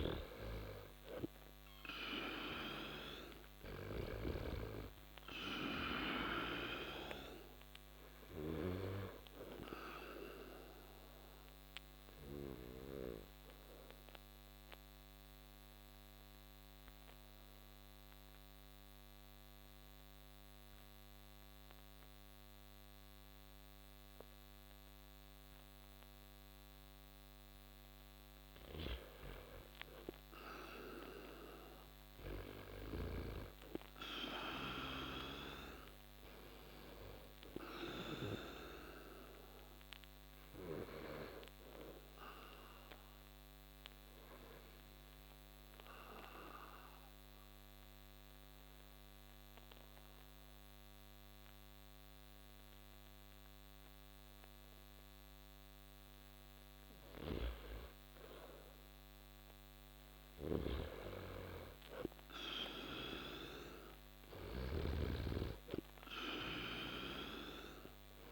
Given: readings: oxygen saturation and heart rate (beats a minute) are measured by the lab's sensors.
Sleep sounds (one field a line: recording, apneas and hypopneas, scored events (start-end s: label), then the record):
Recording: breathing in sleep by a microphone on the trachea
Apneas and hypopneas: 2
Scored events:
9.00-27.00 s: obstructive apnea (oxygen 98% before, 89% lowest)
10.00-26.00 s: oxygen desaturation (device-marked, oxygen 98% before, 89% lowest)
29.00-32.00 s: arousal
40.50-55.50 s: obstructive apnea (oxygen 97% before, 89% lowest)
44.00-58.00 s: oxygen desaturation (device-marked, oxygen 96% before, 91% lowest)
58.50-61.00 s: arousal
From the record:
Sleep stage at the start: N2 (light sleep)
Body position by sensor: on the back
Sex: male